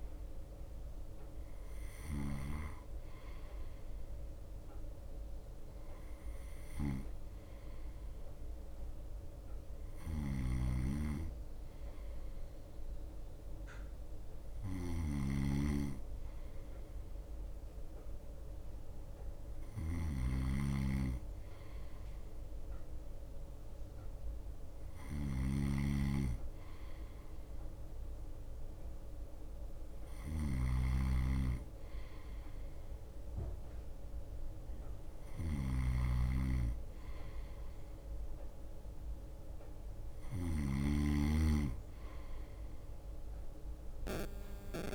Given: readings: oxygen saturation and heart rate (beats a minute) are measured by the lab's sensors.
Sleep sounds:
breathing in sleep by a room microphone; none
0.00-15.50 s: drop in pulse transit time (device-marked, heart rate 30 extreme)
0.00-44.95 s: bradycardia (device-marked)
1.00-3.00 s: long interval between heartbeats (device-marked, heart rate 51 before, 39 extreme)
2.50-44.95 s: snoring (device-marked)
6.00-8.00 s: long interval between heartbeats (device-marked, heart rate 46 before, 39 extreme)
10.00-12.00 s: long interval between heartbeats (device-marked, heart rate 42 before, 34 extreme)
13.50-15.50 s: long interval between heartbeats (device-marked, heart rate 40 before, 39 extreme)
19.50-21.50 s: long interval between heartbeats (device-marked, heart rate 40 before, 54 extreme)
23.50-25.50 s: long interval between heartbeats (device-marked, heart rate 42 before, 45 extreme)
31.50-33.50 s: long interval between heartbeats (device-marked, heart rate 42 before, 30 extreme)
34.00-36.00 s: long interval between heartbeats (device-marked, heart rate 42 before, 33 extreme)
40.50-42.50 s: long interval between heartbeats (device-marked, heart rate 39 before, 49 extreme)
From the record:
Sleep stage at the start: N2 (light sleep); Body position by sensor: on the right side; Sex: male

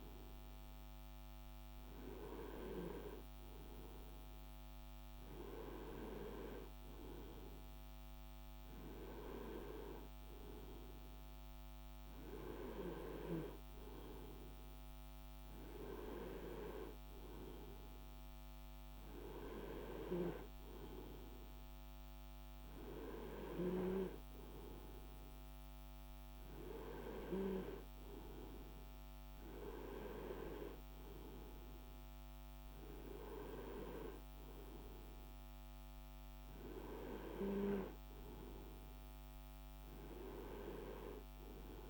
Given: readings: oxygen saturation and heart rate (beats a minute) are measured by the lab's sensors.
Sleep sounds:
breathing in sleep by a microphone on the trachea; none
none scored
From the record:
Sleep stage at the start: N2 (light sleep); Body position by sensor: on the right side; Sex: male

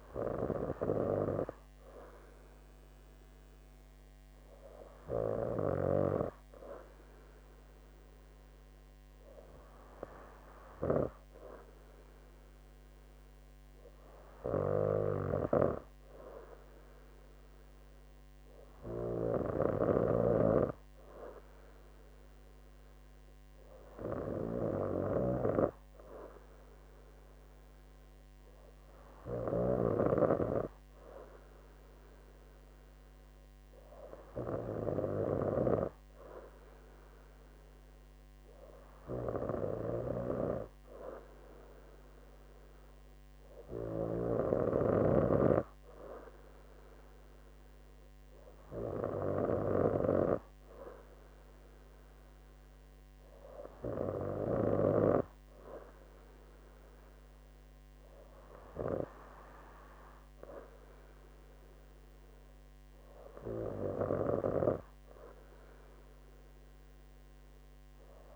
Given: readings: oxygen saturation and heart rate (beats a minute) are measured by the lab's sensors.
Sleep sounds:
breathing in sleep by a microphone on the trachea; none
none scored
From the record:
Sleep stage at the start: N2 (light sleep); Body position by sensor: on the right side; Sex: female

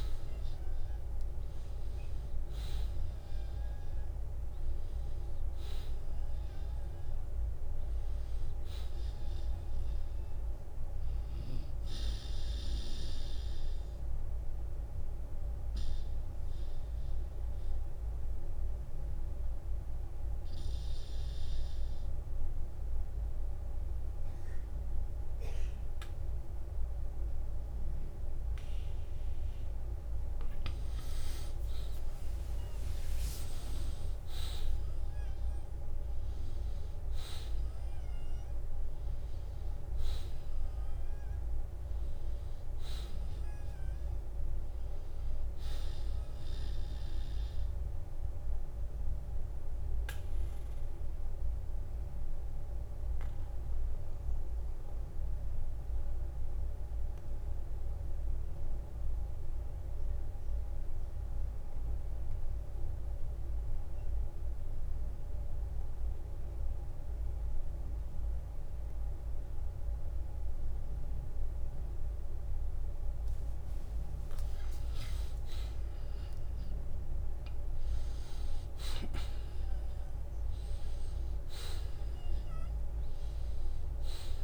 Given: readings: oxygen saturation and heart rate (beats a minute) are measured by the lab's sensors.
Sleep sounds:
breathing in sleep, hard to hear, by a room microphone; 2
12.50-28.50 s: obstructive apnea (oxygen 94% before, 85% lowest, heart rate 63 before, 50 extreme, up 7 after)
14.50-30.50 s: oxygen desaturation (device-marked, oxygen 92% before, 85% lowest, heart rate 63 before, 50 extreme)
31.50-36.50 s: arousal
35.00-37.00 s: long interval between heartbeats (device-marked, heart rate 56 before, 61 extreme)
39.50-41.50 s: long interval between heartbeats (device-marked, heart rate 58 before, 54 extreme)
47.50-72.50 s: obstructive apnea (oxygen 95% before, 85% lowest, heart rate 56 before, 38 extreme, up 23 after)
54.50-70.50 s: oxygen desaturation (device-marked, oxygen 94% before, 87% lowest, heart rate 56 before, 38 extreme)
64.00-66.00 s: long interval between heartbeats (device-marked, heart rate 56 before, 47 extreme)
70.00-72.00 s: long interval between heartbeats (device-marked, heart rate 53 before, 49 extreme)
74.50-78.50 s: arousal
78.50-80.50 s: long interval between heartbeats (device-marked, heart rate 51 before, 61 extreme)
From the record:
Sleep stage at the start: N2 (light sleep); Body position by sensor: on the back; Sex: male

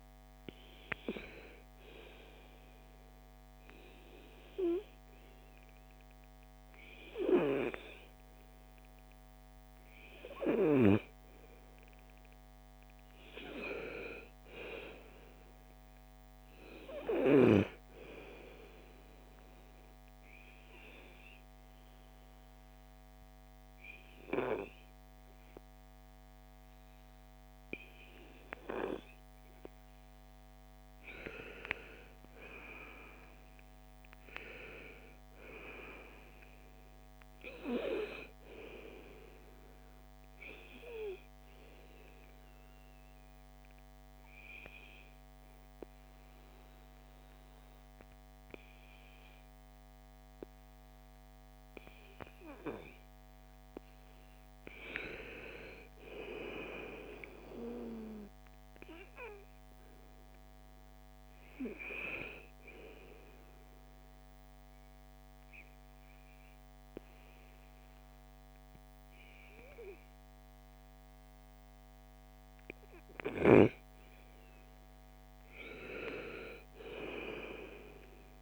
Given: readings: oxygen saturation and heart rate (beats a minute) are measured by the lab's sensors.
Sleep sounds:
breathing in sleep by a microphone on the trachea; 3
11.00-33.00 s: oxygen desaturation (device-marked, oxygen 97% before, 93% lowest, heart rate 59 before, 54 extreme)
12.50-17.00 s: arousal
20.00-30.50 s: obstructive apnea (oxygen 97% before, 91% lowest, heart rate 58 before, 54 extreme, up 8 after)
32.00-36.50 s: arousal
35.00-52.00 s: oxygen desaturation (device-marked, oxygen 96% before, 91% lowest, heart rate 57 before, 54 extreme)
41.50-52.00 s: obstructive apnea (oxygen 96% before, 91% lowest, heart rate 59 before, 54 extreme, up 6 after)
53.50-57.00 s: arousal
60.00-71.00 s: oxygen desaturation (device-marked, oxygen 98% before, 93% lowest, heart rate 57 before, 55 extreme)
63.50-74.00 s: obstructive apnea (oxygen 98% before, 91% lowest, heart rate 57 before, 55 extreme, up 3 after)
75.00-78.42 s: arousal
From the record:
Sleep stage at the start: N2 (light sleep); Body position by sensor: on the right side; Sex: female

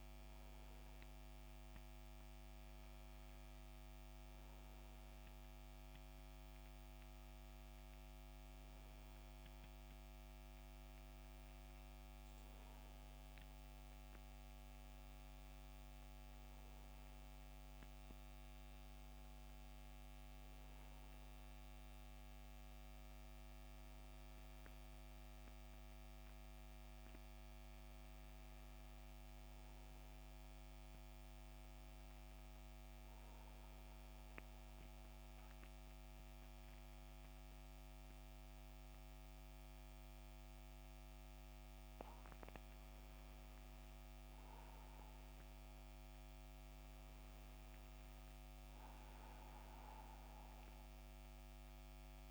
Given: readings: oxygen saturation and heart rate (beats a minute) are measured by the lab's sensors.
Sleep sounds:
breathing in sleep, hard to hear, by a microphone on the trachea; 1
0.00-5.50 s: oxygen desaturation (device-marked, oxygen 87% lowest, heart rate 74 extreme)
6.00-10.00 s: arousal
8.50-52.31 s: new sleep stage, N2 (light sleep)
32.00-42.00 s: central apnea (oxygen 97% before, 89% lowest, heart rate 79 before, 72 extreme, up 8 after)
44.00-48.00 s: arousal
From the record:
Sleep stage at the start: N1 (lightest sleep); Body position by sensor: on the back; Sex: male

